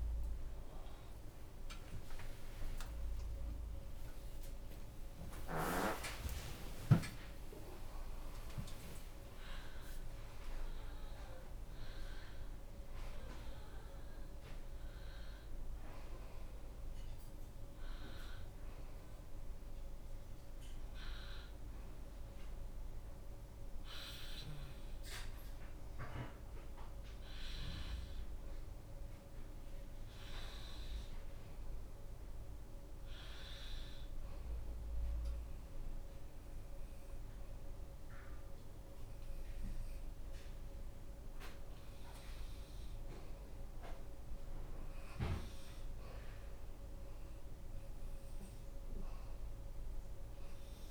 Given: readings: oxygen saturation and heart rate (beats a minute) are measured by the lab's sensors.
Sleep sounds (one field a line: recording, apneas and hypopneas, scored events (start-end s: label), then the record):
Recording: a person partly awake in a sleep study, by a room microphone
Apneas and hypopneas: none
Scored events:
0.00-4.50 s: bradycardia (device-marked)
3.50-15.50 s: drop in pulse transit time (device-marked)
6.00-8.00 s: long interval between heartbeats (device-marked, heart rate 37 before, 41 extreme)
10.00-12.00 s: long interval between heartbeats (device-marked, heart rate 39 before, 79 extreme)
10.50-18.50 s: bradycardia (device-marked, heart rate 74 before, 35 extreme)
12.50-50.91 s: new sleep stage, N2 (light sleep)
42.50-47.00 s: arousal
From the record:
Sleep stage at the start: awake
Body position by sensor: on the back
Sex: female